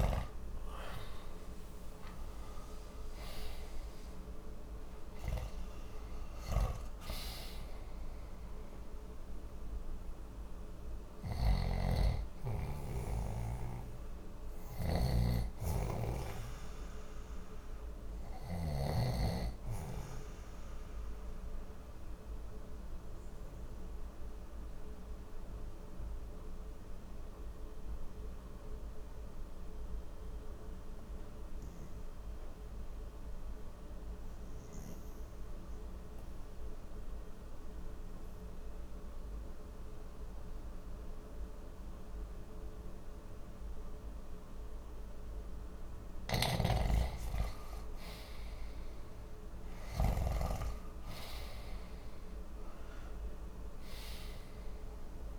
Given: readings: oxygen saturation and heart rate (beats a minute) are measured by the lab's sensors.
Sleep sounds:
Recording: breathing in sleep by a room microphone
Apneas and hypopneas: 1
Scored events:
0.00-3.50 s: arousal
11.00-18.50 s: snoring (device-marked)
20.50-45.50 s: obstructive apnea (oxygen 95% before, 88% lowest, heart rate 62 before, 59 extreme, up 0 after)
46.50-55.39 s: oxygen desaturation (device-marked, oxygen 97% before, 88% lowest, heart rate 60 before, 59 extreme)
47.50-51.50 s: arousal
From the record:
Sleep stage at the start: N2 (light sleep)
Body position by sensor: on the left side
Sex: male

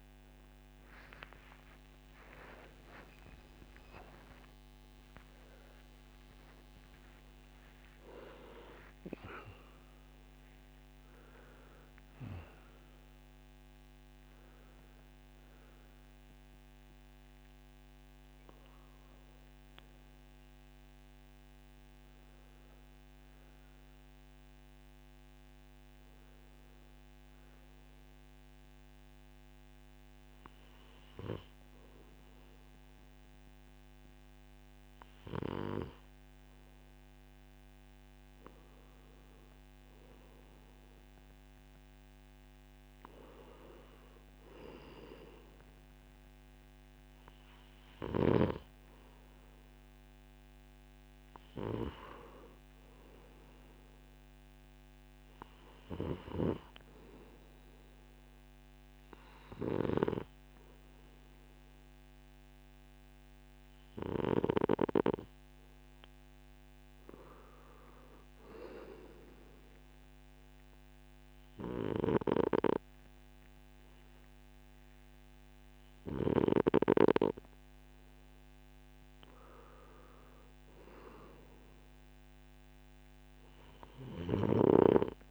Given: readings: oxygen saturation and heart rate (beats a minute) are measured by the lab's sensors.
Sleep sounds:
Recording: breathing in sleep by a microphone on the trachea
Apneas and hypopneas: 1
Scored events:
0.00-17.00 s: oxygen desaturation (device-marked, oxygen 92% lowest)
0.50-5.50 s: arousal
69.00-79.00 s: obstructive apnea (oxygen 97% before, 93% lowest)
80.50-83.50 s: arousal
From the record:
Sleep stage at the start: N2 (light sleep)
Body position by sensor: on the right side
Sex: male

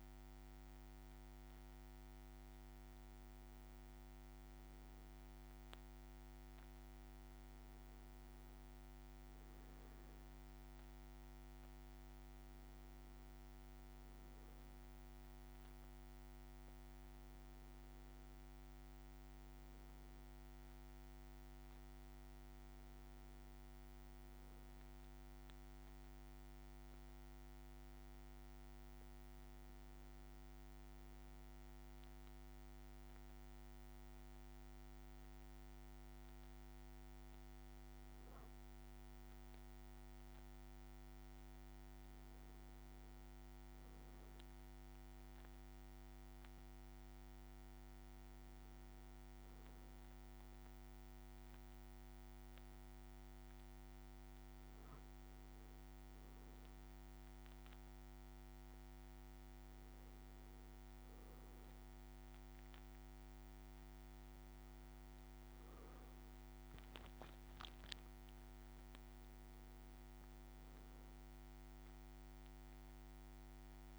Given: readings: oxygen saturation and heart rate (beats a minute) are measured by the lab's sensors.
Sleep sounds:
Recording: breathing in sleep, hard to hear, by a microphone on the trachea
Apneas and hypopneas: none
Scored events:
none scored
From the record:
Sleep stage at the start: N2 (light sleep)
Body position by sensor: on the back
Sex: male

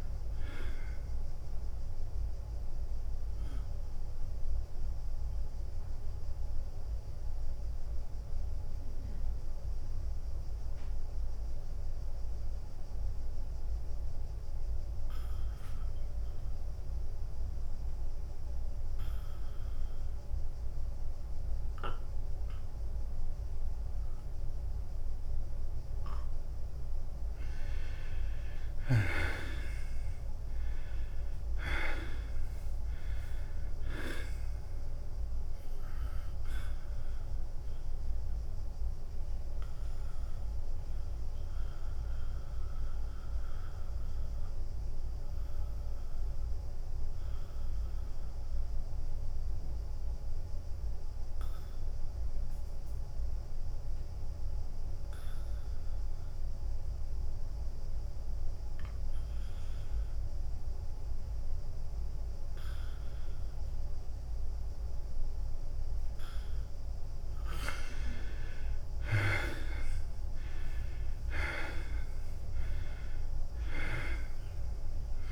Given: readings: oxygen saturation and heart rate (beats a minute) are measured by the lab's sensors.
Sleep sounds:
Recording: breathing in sleep by a room microphone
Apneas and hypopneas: 2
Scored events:
0.00-8.50 s: drop in pulse transit time (device-marked, heart rate 94 extreme)
0.00-24.50 s: oxygen desaturation (device-marked, oxygen 78% lowest, heart rate 88 extreme)
4.00-26.50 s: mixed apnea (oxygen 99% before, 78% lowest, heart rate 95 before, 88 extreme, up 6 after)
28.00-32.00 s: arousal
29.50-42.50 s: drop in pulse transit time (device-marked, heart rate 92 before, 90 extreme)
38.50-66.50 s: mixed apnea (oxygen 96% before, 78% lowest, heart rate 92 before, 93 extreme, up 3 after)
48.50-53.50 s: oxygen desaturation (device-marked, oxygen 91% before, 82% lowest, heart rate 94 before, 93 extreme)
58.50-75.32 s: oxygen desaturation (device-marked, oxygen 98% before, 78% lowest, heart rate 95 before, 91 extreme)
70.00-73.50 s: arousal
70.50-75.32 s: drop in pulse transit time (device-marked, heart rate 95 before, 94 extreme)
From the record:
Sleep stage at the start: N2 (light sleep)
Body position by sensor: on the back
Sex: male

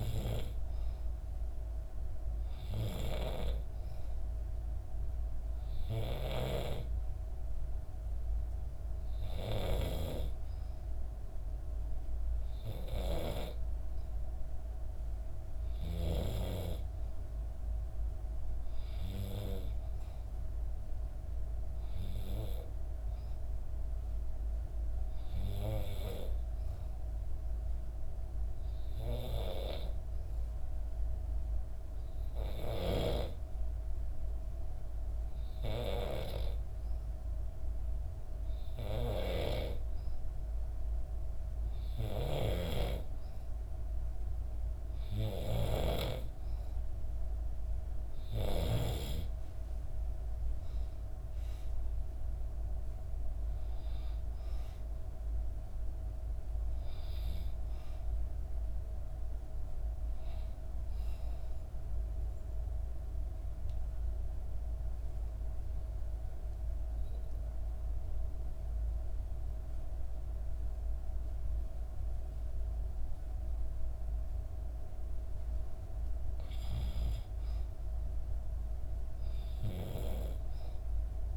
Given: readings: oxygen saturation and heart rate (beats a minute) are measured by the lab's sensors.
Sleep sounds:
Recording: breathing in sleep by a room microphone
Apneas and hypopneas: 2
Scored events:
3.00-17.00 s: oxygen desaturation (device-marked, oxygen 95% before, 92% lowest, heart rate 64 before, 63 extreme)
23.00-42.00 s: hypopnea (oxygen 95% before, 92% lowest, heart rate 64 before, 64 extreme, up 1 after)
44.00-48.00 s: arousal
61.50-75.00 s: obstructive apnea (oxygen 95% before, 93% lowest, heart rate 66 before, 63 extreme, up 3 after)
76.00-79.00 s: arousal
From the record:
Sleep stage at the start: N2 (light sleep)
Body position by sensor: on the back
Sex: female

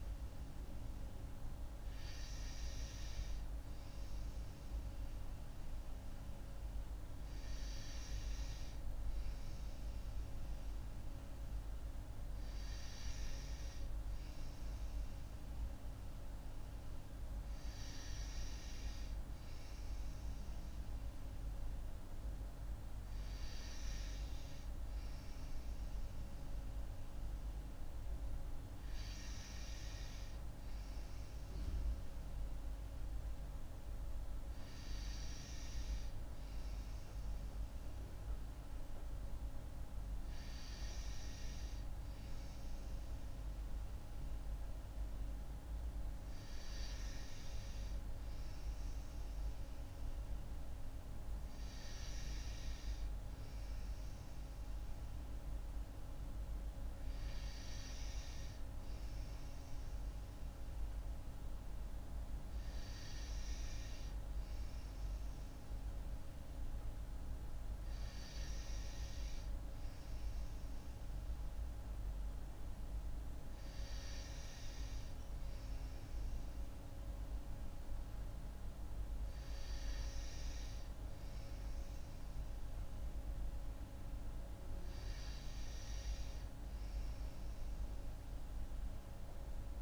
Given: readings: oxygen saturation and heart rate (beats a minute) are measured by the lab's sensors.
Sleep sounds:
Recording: breathing in sleep, hard to hear, by a room microphone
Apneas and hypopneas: none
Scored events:
none scored
From the record:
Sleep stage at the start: N2 (light sleep)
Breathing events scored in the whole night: 89 in 5.5 hours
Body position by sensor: on the right side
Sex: female

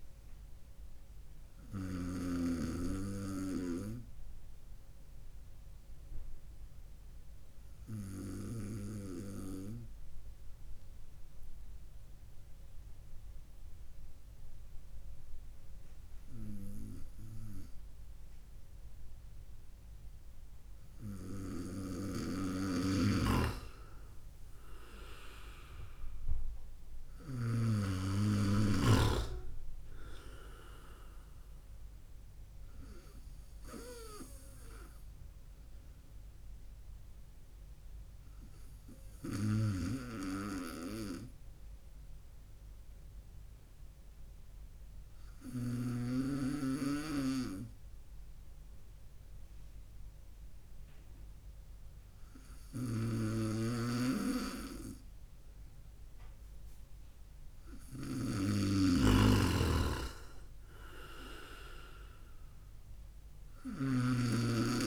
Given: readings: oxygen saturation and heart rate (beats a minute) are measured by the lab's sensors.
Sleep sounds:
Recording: breathing in sleep by a room microphone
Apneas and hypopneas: 2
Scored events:
0.00-2.50 s: snoring (device-marked)
2.50-21.00 s: obstructive apnea (oxygen 99% before, 96% lowest, heart rate 67 before, 59 extreme, up 12 after)
21.50-27.50 s: snoring (device-marked)
24.00-28.00 s: arousal
39.00-56.00 s: hypopnea (oxygen 99% before, 96% lowest, heart rate 65 before, 63 extreme, up 6 after)
39.50-46.00 s: snoring (device-marked)
52.50-64.00 s: snoring (device-marked)
60.50-64.87 s: arousal
From the record:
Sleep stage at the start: N2 (light sleep)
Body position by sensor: on the right side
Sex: male

